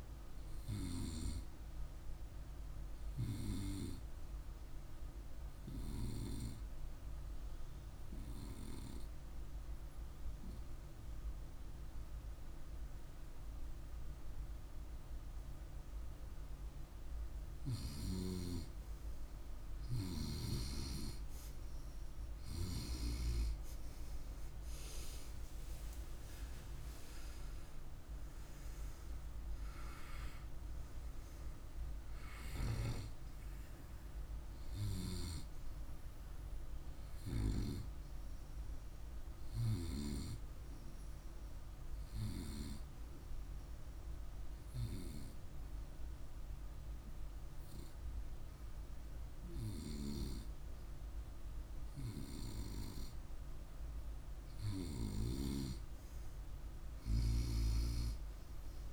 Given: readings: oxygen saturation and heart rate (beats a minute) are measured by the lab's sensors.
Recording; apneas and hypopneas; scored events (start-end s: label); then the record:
breathing in sleep by a room microphone; 2
7.50-18.00 s: obstructive apnea (oxygen 98% before, 95% lowest, heart rate 52 before, 49 extreme, up 1 after)
19.50-23.50 s: arousal
41.50-54.00 s: hypopnea (oxygen 97% before, 95% lowest, heart rate 51 before, 47 extreme, up 5 after)
From the record:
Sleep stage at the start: N2 (light sleep); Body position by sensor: on the right side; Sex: male